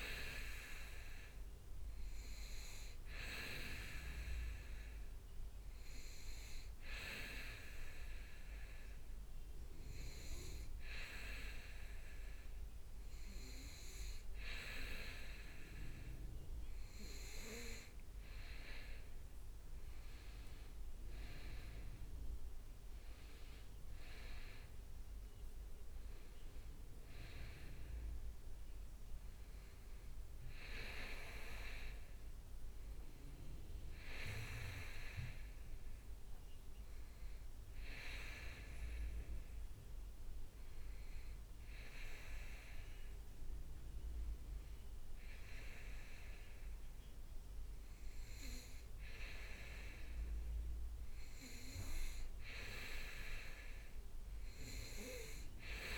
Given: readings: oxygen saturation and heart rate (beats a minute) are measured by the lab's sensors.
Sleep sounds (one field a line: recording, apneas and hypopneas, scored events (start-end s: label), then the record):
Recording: breathing in sleep by a room microphone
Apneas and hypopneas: 2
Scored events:
3.00-17.00 s: hypopnea (oxygen 96% before, 95% lowest, heart rate 68 before, 65 extreme, up 3 after)
18.50-21.50 s: arousal
26.50-36.00 s: leg movement (device-marked)
37.00-49.50 s: obstructive apnea (oxygen 97% before, 95% lowest, heart rate 68 before, 62 extreme, up 6 after)
51.00-55.00 s: arousal
From the record:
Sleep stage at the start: N2 (light sleep)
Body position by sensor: on the back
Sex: male